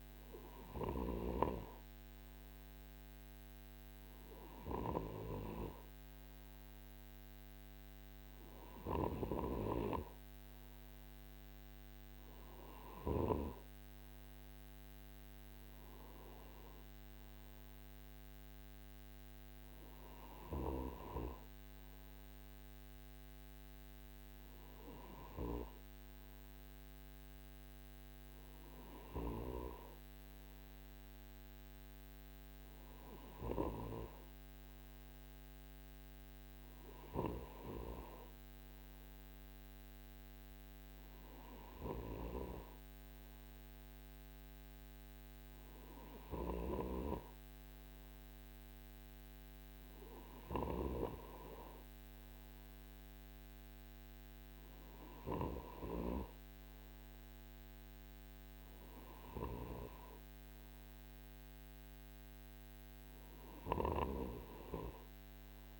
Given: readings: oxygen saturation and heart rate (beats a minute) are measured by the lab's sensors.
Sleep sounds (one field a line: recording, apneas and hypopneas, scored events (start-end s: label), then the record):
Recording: breathing in sleep by a microphone on the trachea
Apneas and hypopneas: none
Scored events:
none scored
From the record:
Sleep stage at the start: N2 (light sleep)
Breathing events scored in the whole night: 114 in 4.5 hours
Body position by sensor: on the right side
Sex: male